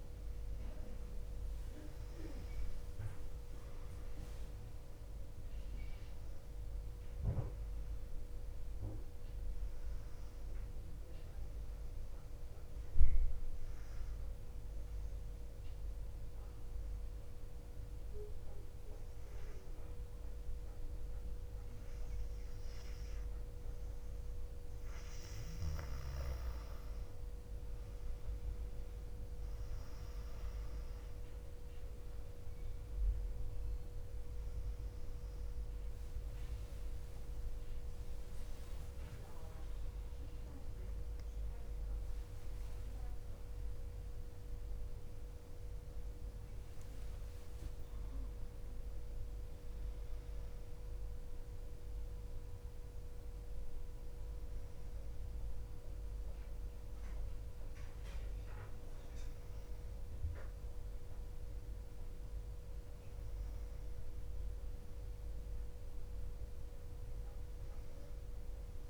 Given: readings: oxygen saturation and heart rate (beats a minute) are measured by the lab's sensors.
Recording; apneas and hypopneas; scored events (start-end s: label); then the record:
breathing in sleep, hard to hear, by a room microphone; 1
13.00-23.50 s: obstructive apnea (oxygen 98% before, 93% lowest, heart rate 61 before, 59 extreme, up 3 after)
27.50-50.50 s: oxygen desaturation (device-marked, oxygen 98% before, 93% lowest, heart rate 61 before, 60 extreme)
37.50-68.90 s: new sleep stage, N1 (lightest sleep)
38.00-44.50 s: arousal
47.00-49.00 s: long interval between heartbeats (device-marked, heart rate 63 before, 73 extreme)
From the record:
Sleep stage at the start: N2 (light sleep); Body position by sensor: on the back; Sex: female